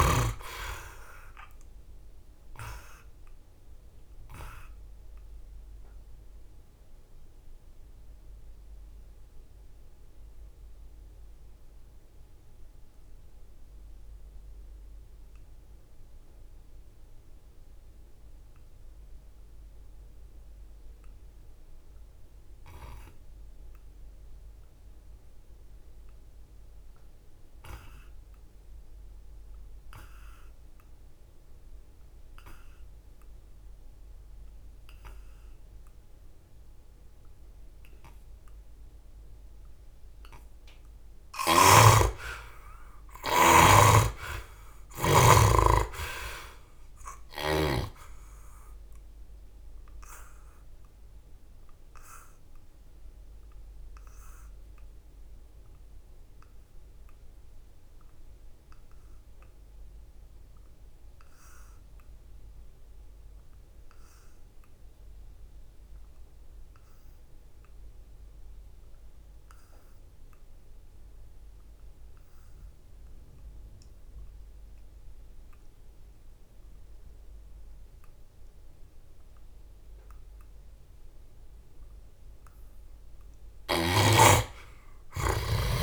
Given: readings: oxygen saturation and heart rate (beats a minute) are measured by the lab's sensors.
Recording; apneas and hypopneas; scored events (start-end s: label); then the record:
breathing in sleep by a room microphone; 2
0.00-2.50 s: oxygen desaturation (device-marked, oxygen 63% lowest, heart rate 65 extreme)
1.50-40.00 s: mixed apnea (oxygen 87% before, 57% lowest, heart rate 77 before, 65 extreme, up 22 after)
4.50-23.50 s: oxygen desaturation (device-marked, oxygen 67% before, 57% lowest, heart rate 81 before, 65 extreme)
32.50-68.50 s: oxygen desaturation (device-marked, oxygen 93% before, 60% lowest, heart rate 67 before, 67 extreme)
41.00-44.50 s: arousal
41.00-45.00 s: snoring (device-marked)
48.00-81.50 s: obstructive apnea (oxygen 93% before, 59% lowest, heart rate 71 before, 61 extreme, up 30 after)
77.50-85.83 s: oxygen desaturation (device-marked, oxygen 84% before, 59% lowest, heart rate 69 before, 61 extreme)
84.50-85.83 s: arousal
From the record:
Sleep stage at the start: N2 (light sleep); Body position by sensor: on the back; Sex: male